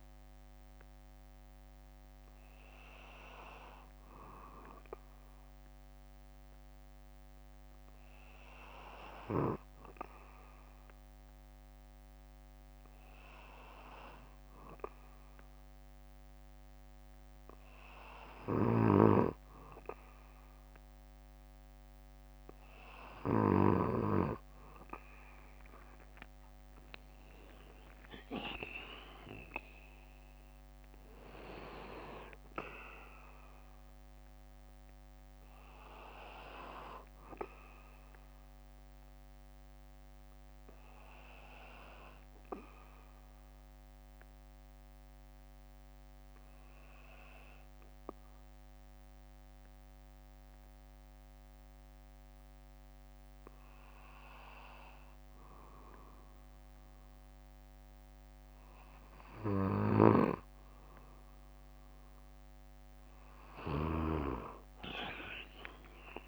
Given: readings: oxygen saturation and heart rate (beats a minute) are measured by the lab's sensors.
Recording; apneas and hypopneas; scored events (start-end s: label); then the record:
breathing in sleep by a microphone on the trachea; 1
14.00-16.00 s: bradycardia (device-marked, heart rate 61 before, 61 extreme)
37.00-39.00 s: bradycardia (device-marked, heart rate 61 before, 60 extreme)
40.00-45.00 s: bradycardia (device-marked, heart rate 61 before, 57 extreme)
43.00-55.50 s: obstructive apnea (oxygen 96% before, 94% lowest, heart rate 63 before, 53 extreme, up 7 after)
47.00-49.00 s: bradycardia (device-marked, heart rate 61 before, 57 extreme)
50.00-56.00 s: bradycardia (device-marked, heart rate 61 before, 53 extreme)
60.00-64.00 s: arousal
From the record:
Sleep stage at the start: N2 (light sleep); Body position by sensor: on the back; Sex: male